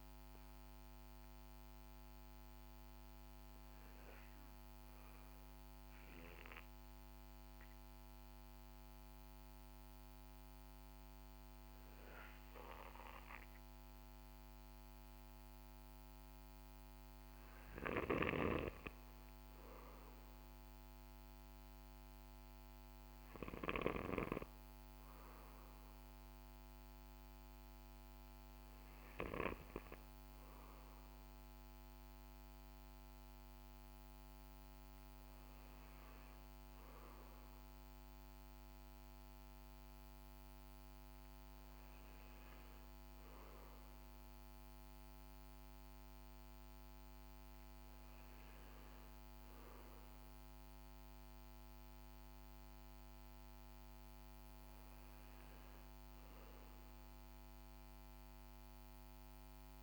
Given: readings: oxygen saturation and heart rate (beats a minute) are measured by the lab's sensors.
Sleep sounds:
breathing in sleep by a microphone on the trachea; none
17.50-36.50 s: oxygen desaturation (device-marked, oxygen 96% before, 93% lowest, heart rate 57 before, 55 extreme)
From the record:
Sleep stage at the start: N2 (light sleep); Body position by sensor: on the right side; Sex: male

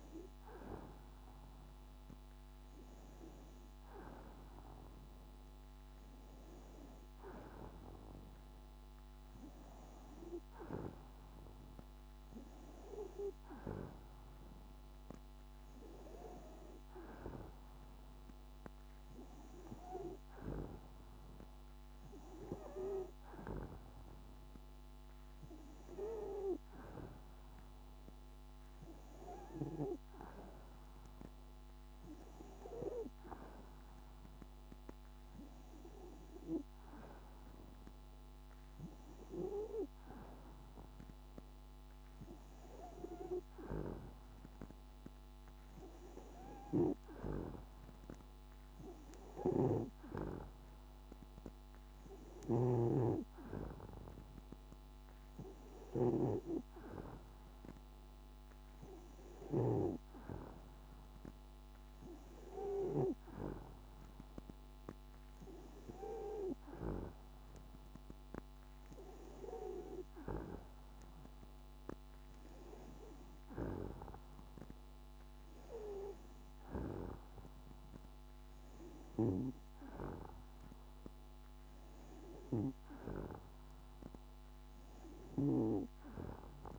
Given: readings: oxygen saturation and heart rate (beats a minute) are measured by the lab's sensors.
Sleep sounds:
breathing in sleep by a microphone on the trachea; none
none scored
From the record:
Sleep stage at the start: N2 (light sleep); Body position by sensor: on the back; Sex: female

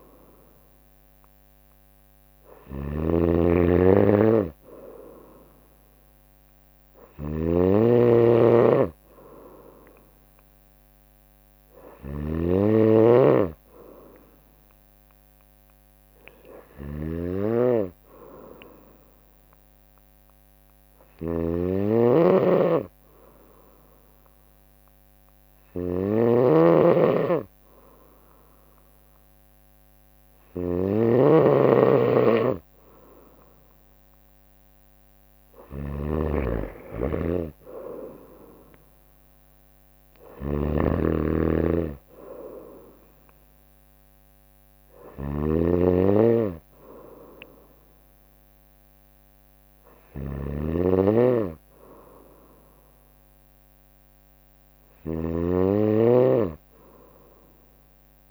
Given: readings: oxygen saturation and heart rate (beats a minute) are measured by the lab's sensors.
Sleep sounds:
breathing in sleep by a microphone on the trachea; none
0.00-58.31 s: snoring (device-marked)
From the record:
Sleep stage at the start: N2 (light sleep); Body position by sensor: on the right side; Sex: female

